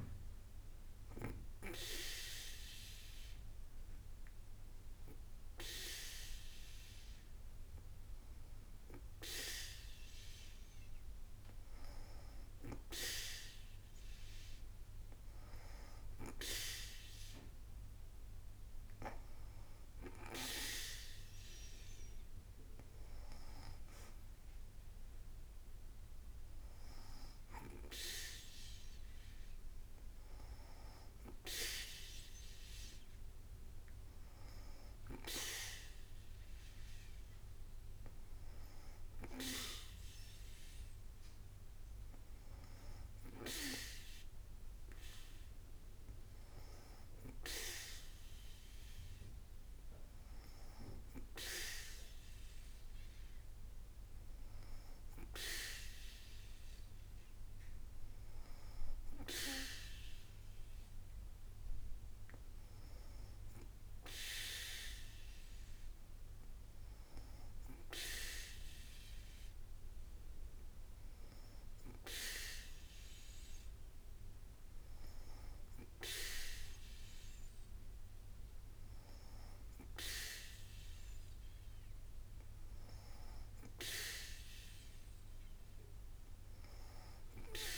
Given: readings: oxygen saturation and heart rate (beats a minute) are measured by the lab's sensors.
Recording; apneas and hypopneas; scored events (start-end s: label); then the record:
breathing in sleep by a room microphone; 1
70.00-83.50 s: hypopnea (oxygen 95% before, 94% lowest, heart rate 59 before, 59 extreme, up 1 after)
From the record:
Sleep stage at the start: N2 (light sleep); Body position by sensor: on the back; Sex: female